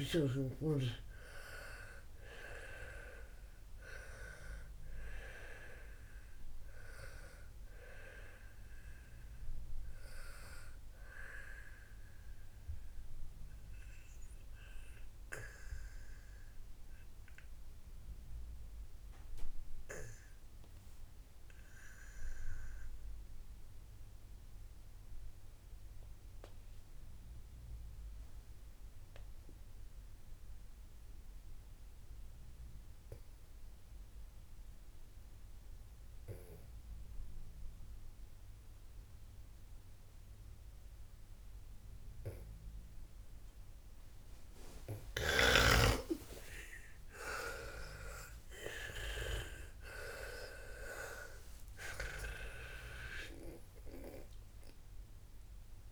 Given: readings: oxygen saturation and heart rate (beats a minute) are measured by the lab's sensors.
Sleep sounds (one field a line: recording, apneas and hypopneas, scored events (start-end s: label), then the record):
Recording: breathing in sleep by a room microphone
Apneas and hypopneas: 1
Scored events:
0.00-1.00 s: arousal
0.00-29.50 s: oxygen desaturation (device-marked, oxygen 90% lowest, heart rate 54 extreme)
13.00-45.00 s: obstructive apnea (oxygen 99% before, 89% lowest, heart rate 73 before, 53 extreme, up 22 after)
43.50-55.92 s: oxygen desaturation (device-marked, oxygen 98% before, 89% lowest, heart rate 58 before, 51 extreme)
47.00-51.50 s: arousal
From the record:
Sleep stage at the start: N2 (light sleep)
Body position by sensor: on the back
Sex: female